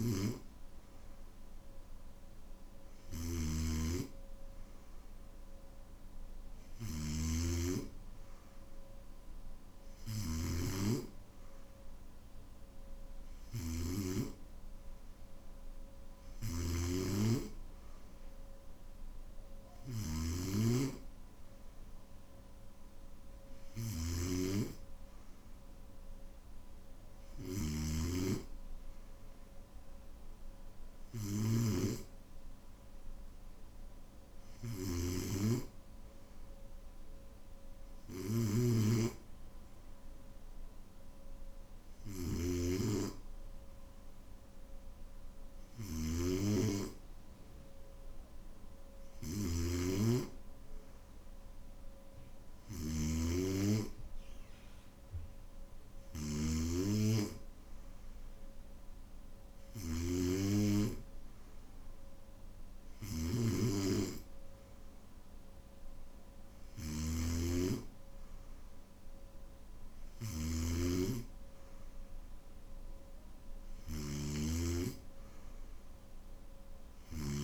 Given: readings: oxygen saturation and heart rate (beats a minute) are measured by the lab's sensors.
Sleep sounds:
breathing in sleep by a room microphone; none
0.00-77.44 s: snoring (device-marked)
24.00-77.44 s: new sleep stage, N1 (lightest sleep)
From the record:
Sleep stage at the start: N2 (light sleep); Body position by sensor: on the back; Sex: male

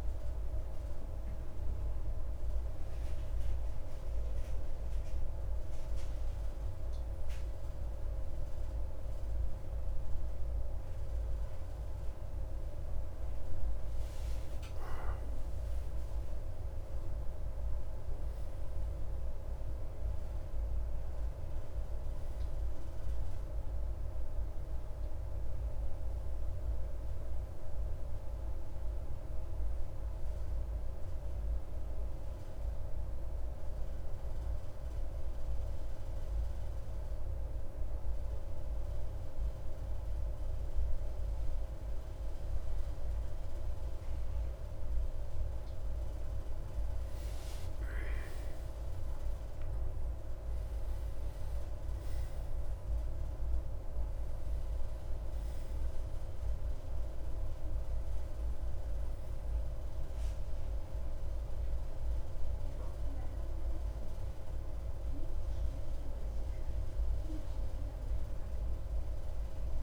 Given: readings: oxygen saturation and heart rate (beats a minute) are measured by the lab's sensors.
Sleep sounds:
breathing in sleep, hard to hear, by a room microphone; 1
12.50-16.00 s: arousal
30.50-43.50 s: obstructive apnea (oxygen 97% before, 94% lowest)
46.00-50.00 s: arousal
49.00-69.82 s: oxygen desaturation (device-marked, oxygen 97% before, 94% lowest)
From the record:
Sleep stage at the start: N2 (light sleep); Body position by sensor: on the right side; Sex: male

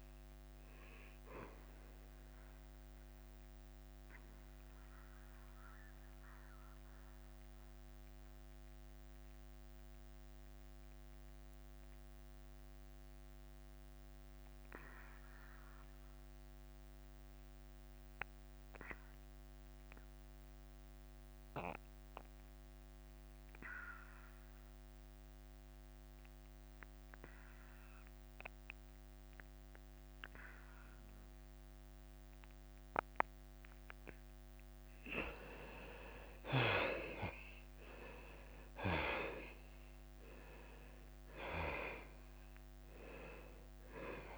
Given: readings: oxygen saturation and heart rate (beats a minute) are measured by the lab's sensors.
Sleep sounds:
breathing in sleep by a microphone on the trachea; 1
0.00-8.00 s: drop in pulse transit time (device-marked, heart rate 93 extreme)
0.00-19.00 s: oxygen desaturation (device-marked, oxygen 84% lowest, heart rate 91 extreme)
5.00-36.00 s: mixed apnea (oxygen 99% before, 78% lowest, heart rate 94 before, 91 extreme, up 4 after)
28.00-44.38 s: oxygen desaturation (device-marked, oxygen 99% before, 78% lowest, heart rate 93 before, 88 extreme)
38.00-42.50 s: arousal
38.00-44.38 s: drop in pulse transit time (device-marked, heart rate 93 before, 94 extreme)
From the record:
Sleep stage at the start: N2 (light sleep); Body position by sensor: on the back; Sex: male

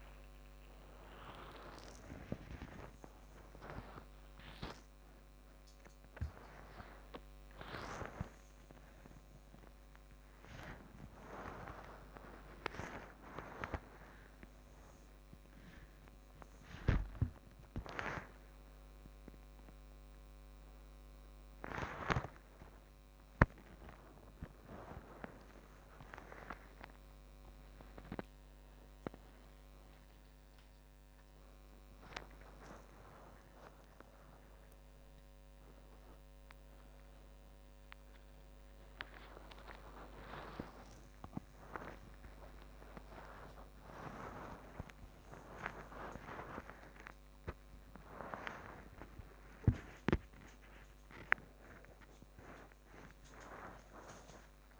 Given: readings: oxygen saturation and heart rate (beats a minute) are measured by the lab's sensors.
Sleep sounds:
a person awake in a sleep study, by a microphone on the trachea; none
43.00-50.00 s: oxygen desaturation (device-marked, oxygen 100% before, 97% lowest)
From the record:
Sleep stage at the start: awake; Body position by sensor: upright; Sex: female

